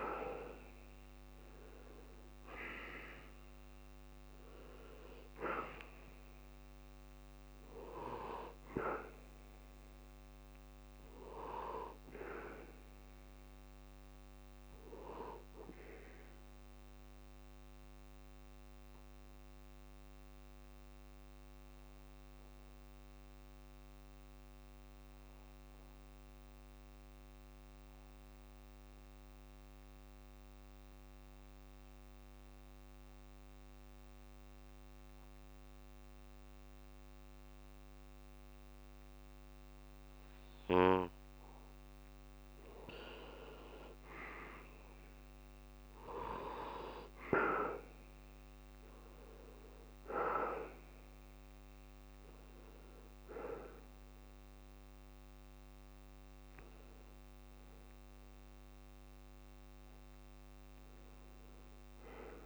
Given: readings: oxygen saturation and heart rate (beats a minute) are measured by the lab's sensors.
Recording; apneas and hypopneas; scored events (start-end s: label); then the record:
breathing in sleep by a microphone on the trachea; 1
0.00-3.00 s: arousal
0.00-24.00 s: oxygen desaturation (device-marked, oxygen 84% lowest, heart rate 64 extreme)
17.50-42.00 s: mixed apnea (oxygen 97% before, 84% lowest, heart rate 118 before, 64 extreme, up 51 after)
40.00-62.46 s: oxygen desaturation (device-marked, oxygen 98% before, 86% lowest, heart rate 66 before, 65 extreme)
43.50-47.00 s: arousal
From the record:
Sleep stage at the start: N2 (light sleep); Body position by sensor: on the back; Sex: male